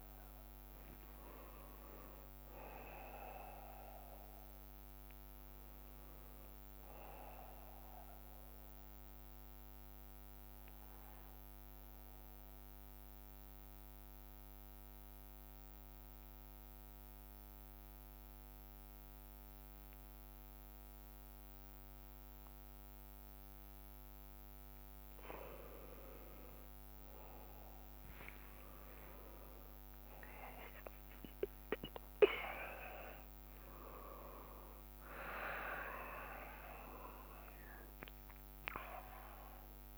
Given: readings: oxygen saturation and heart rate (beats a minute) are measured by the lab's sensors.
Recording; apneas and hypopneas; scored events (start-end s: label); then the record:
breathing in sleep by a microphone on the trachea; 1
9.00-25.00 s: central apnea (oxygen 97% before, 93% lowest, heart rate 60 before, 54 extreme, up 14 after)
9.50-28.50 s: bradycardia (device-marked, heart rate 56 before, 55 extreme)
28.50-34.00 s: arousal
33.50-35.50 s: long interval between heartbeats (device-marked, heart rate 57 before, 68 extreme)
33.50-39.98 s: drop in pulse transit time (device-marked, heart rate 57 before, 54 extreme)
35.50-38.50 s: bradycardia (device-marked, heart rate 56 before, 61 extreme)
37.50-39.98 s: oxygen desaturation (device-marked, oxygen 96% before, 93% lowest, heart rate 59 before, 56 extreme)
From the record:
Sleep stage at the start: N2 (light sleep); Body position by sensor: on the right side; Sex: male